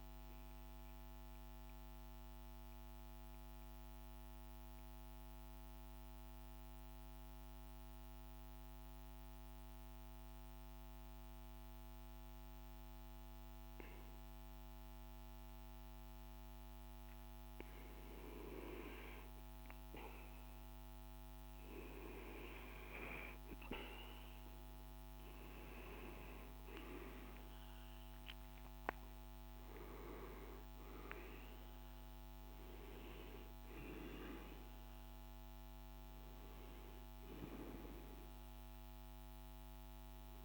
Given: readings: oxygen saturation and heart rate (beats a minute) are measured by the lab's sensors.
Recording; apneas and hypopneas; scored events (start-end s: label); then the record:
breathing in sleep by a microphone on the trachea; 1
0.00-2.50 s: oxygen desaturation (device-marked, oxygen 93% lowest, heart rate 51 extreme)
0.50-16.50 s: mixed apnea (oxygen 98% before, 93% lowest, heart rate 54 before, 52 extreme, up 2 after)
20.50-40.45 s: oxygen desaturation (device-marked, oxygen 98% before, 93% lowest, heart rate 53 before, 51 extreme)
21.50-26.50 s: arousal
From the record:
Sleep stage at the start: REM sleep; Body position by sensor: on the back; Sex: male